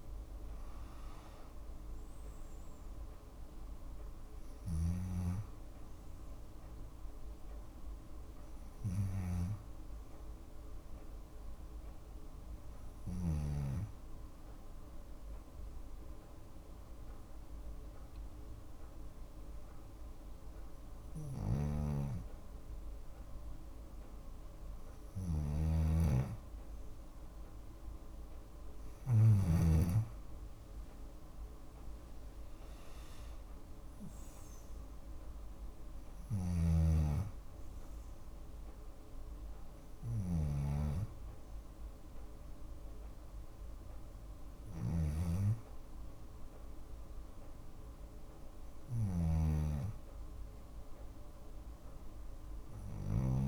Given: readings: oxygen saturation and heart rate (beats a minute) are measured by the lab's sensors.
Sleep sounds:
breathing in sleep by a room microphone; 1
12.50-24.50 s: hypopnea (oxygen 94% before, 93% lowest, heart rate 59 before, 55 extreme, up 3 after)
20.50-29.00 s: snoring (device-marked)
29.00-32.50 s: arousal
34.50-53.48 s: oxygen desaturation (device-marked, oxygen 97% before, 93% lowest, heart rate 58 before, 55 extreme)
35.50-53.48 s: snoring (device-marked)
From the record:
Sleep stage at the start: N2 (light sleep); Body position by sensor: on the left side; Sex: female

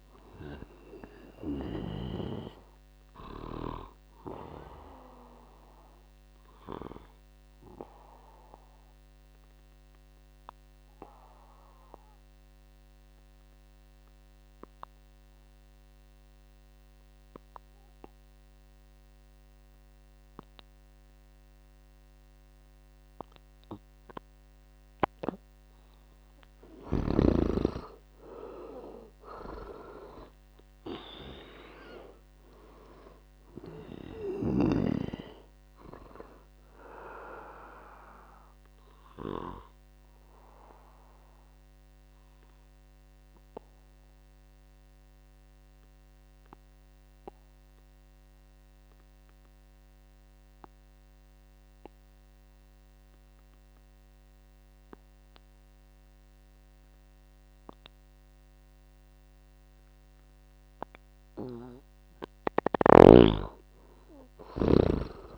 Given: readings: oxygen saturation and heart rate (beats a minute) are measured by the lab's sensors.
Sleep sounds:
breathing in sleep by a microphone on the trachea; 2
0.00-20.00 s: oxygen desaturation (device-marked, oxygen 88% lowest, heart rate 55 extreme)
5.50-26.50 s: obstructive apnea (oxygen 99% before, 86% lowest, heart rate 71 before, 53 extreme, up 15 after)
25.00-50.00 s: oxygen desaturation (device-marked, oxygen 99% before, 86% lowest, heart rate 60 before, 53 extreme)
27.00-30.00 s: arousal
38.00-61.00 s: obstructive apnea (oxygen 99% before, 85% lowest, heart rate 68 before, 53 extreme, up 12 after)
From the record:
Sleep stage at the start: N2 (light sleep); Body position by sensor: on the back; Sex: male

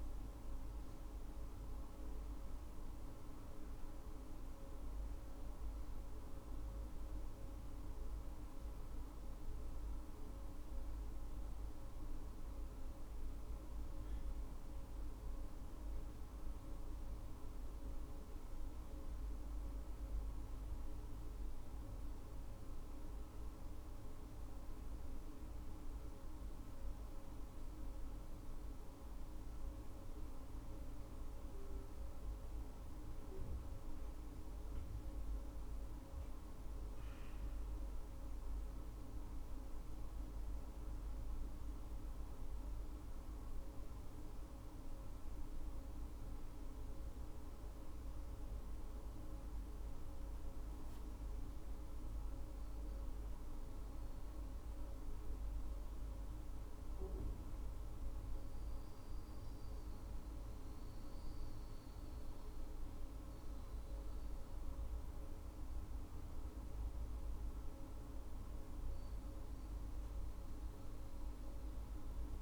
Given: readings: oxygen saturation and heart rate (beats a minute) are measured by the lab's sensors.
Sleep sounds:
breathing in sleep, hard to hear, by a room microphone; 1
28.00-48.50 s: obstructive apnea (oxygen 99% before, 96% lowest, heart rate 58 before, 53 extreme, up 13 after)
52.00-56.00 s: arousal
From the record:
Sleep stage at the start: N2 (light sleep); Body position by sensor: on the left side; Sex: female

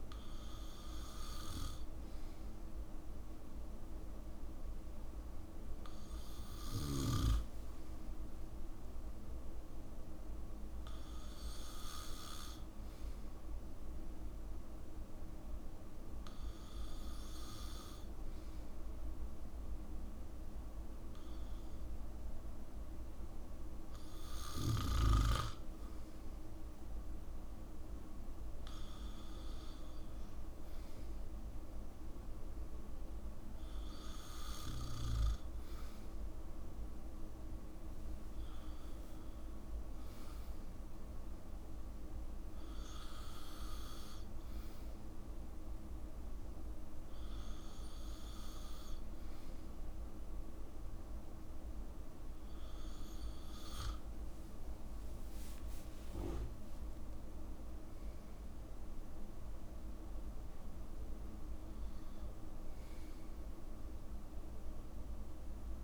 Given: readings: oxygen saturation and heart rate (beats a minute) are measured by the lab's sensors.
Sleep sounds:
breathing in sleep, hard to hear, by a room microphone; none
55.00-59.00 s: arousal
From the record:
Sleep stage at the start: N2 (light sleep); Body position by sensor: on the back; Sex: male

